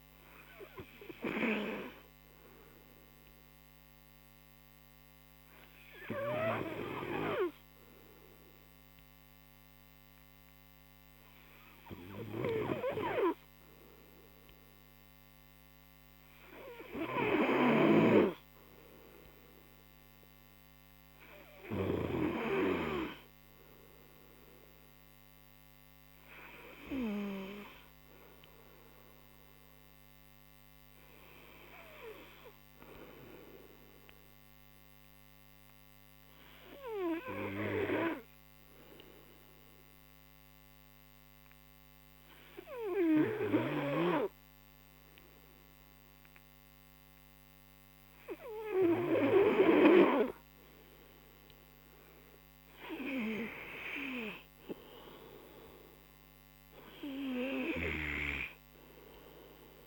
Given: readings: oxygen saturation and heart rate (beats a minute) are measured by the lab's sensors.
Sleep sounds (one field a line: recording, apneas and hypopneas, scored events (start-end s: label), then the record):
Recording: breathing in sleep by a microphone on the trachea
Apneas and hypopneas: none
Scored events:
none scored
From the record:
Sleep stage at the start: N2 (light sleep)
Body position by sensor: on the right side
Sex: male